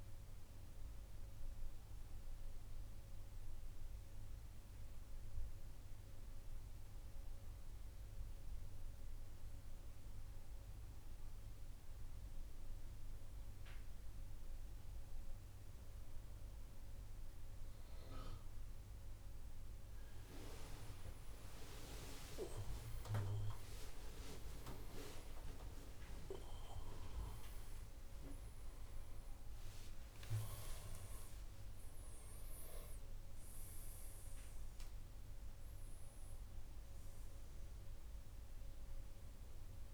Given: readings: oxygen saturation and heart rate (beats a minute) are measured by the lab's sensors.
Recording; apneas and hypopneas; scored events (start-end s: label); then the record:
breathing in sleep by a room microphone; 1
2.00-15.00 s: central apnea (oxygen 98% before, 94% lowest, heart rate 72 before, 67 extreme, up 4 after)
16.00-19.50 s: arousal
18.00-34.00 s: oxygen desaturation (device-marked, oxygen 97% before, 94% lowest, heart rate 69 before, 65 extreme)
21.00-39.94 s: new sleep stage, N1 (lightest sleep)
From the record:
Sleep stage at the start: N2 (light sleep); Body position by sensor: on the back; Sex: male